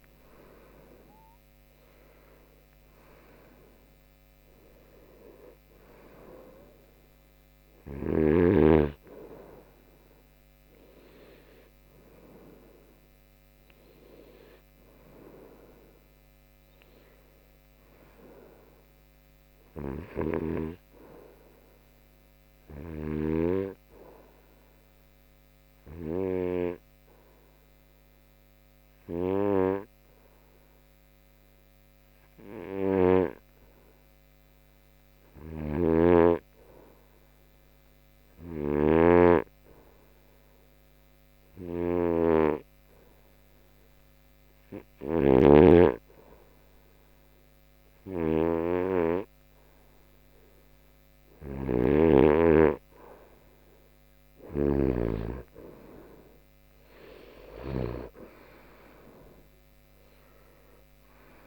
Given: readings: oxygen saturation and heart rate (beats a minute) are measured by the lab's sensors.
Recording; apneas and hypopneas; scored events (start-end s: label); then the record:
breathing in sleep by a microphone on the trachea; 1
0.00-7.00 s: oxygen desaturation (device-marked, oxygen 91% lowest)
21.00-48.50 s: hypopnea (oxygen 94% before, 91% lowest)
36.00-45.50 s: snoring (device-marked)
48.00-61.47 s: oxygen desaturation (device-marked, oxygen 97% before, 91% lowest)
55.50-60.00 s: arousal
From the record:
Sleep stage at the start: N2 (light sleep); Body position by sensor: on the right side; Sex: male